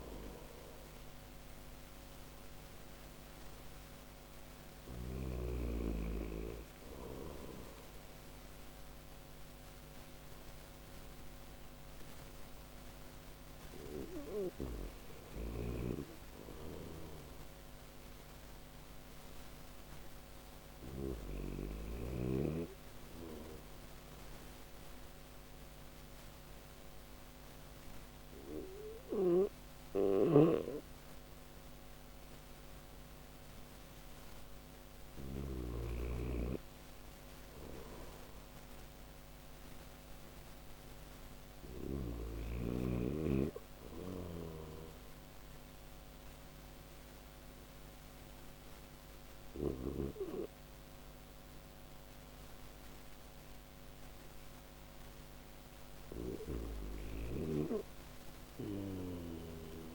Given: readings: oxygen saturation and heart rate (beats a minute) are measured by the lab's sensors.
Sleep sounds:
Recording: breathing in sleep by a microphone on the trachea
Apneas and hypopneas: none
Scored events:
28.00-34.50 s: snoring (device-marked)
43.00-49.00 s: snoring (device-marked)
55.00-59.95 s: snoring (device-marked)
From the record:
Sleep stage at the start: N1 (lightest sleep)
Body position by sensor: on the right side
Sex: male

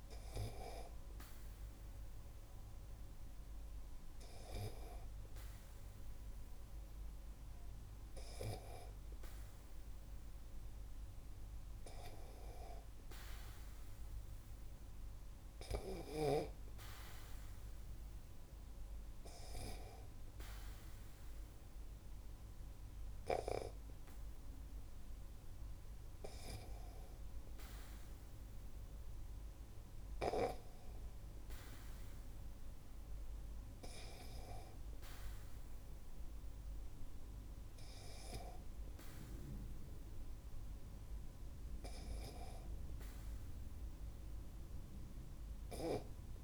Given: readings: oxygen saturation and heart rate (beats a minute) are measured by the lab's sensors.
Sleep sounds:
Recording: breathing in sleep by a room microphone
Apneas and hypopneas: none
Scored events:
none scored
From the record:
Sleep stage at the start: N2 (light sleep)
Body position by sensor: on the back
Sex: male

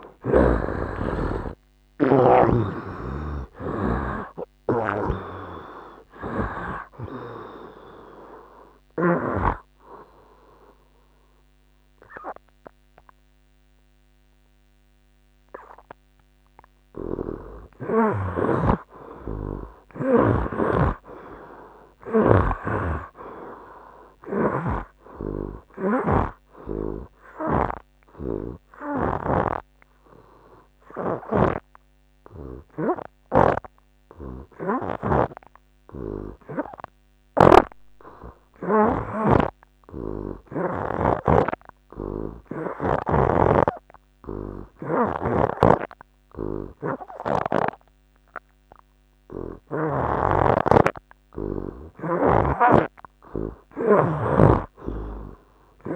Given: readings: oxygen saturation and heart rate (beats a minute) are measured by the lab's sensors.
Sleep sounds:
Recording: breathing in sleep by a microphone on the trachea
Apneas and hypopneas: 1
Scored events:
0.00-3.00 s: tachycardia (device-marked, heart rate 102 extreme)
0.00-4.50 s: arousal
0.50-2.50 s: long interval between heartbeats (device-marked, heart rate 88 before, 100 extreme)
1.00-17.00 s: oxygen desaturation (device-marked, oxygen 57% before, 52% lowest, heart rate 88 before, 75 extreme)
20.50-35.50 s: snoring (device-marked)
21.00-25.00 s: arousal
27.00-51.00 s: hypopnea (oxygen 57% before, 63% lowest, heart rate 87 before, 72 extreme, up 6 after)
35.50-37.50 s: long interval between heartbeats (device-marked, heart rate 81 before, 78 extreme)
37.50-41.00 s: snoring (device-marked)
39.50-41.50 s: long interval between heartbeats (device-marked, heart rate 80 before, 75 extreme)
45.50-50.00 s: snoring (device-marked)
50.00-55.96 s: oxygen desaturation (device-marked, oxygen 87% before, 63% lowest, heart rate 79 before, 73 extreme)
53.50-55.96 s: arousal
54.50-55.96 s: snoring (device-marked)
From the record:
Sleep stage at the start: N2 (light sleep)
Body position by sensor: on the right side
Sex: male

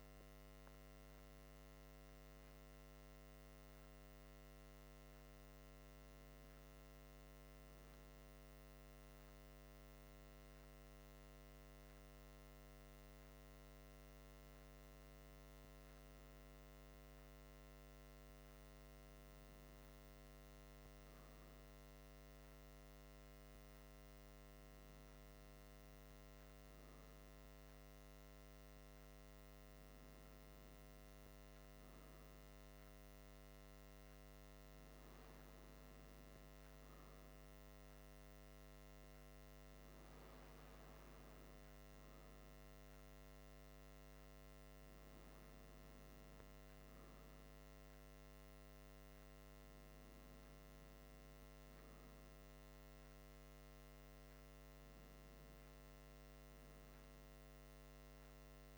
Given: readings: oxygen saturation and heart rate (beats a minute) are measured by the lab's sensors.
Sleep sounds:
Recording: breathing in sleep, hard to hear, by a microphone on the trachea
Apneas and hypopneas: none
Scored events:
none scored
From the record:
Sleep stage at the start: N2 (light sleep)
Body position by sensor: on the back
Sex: male

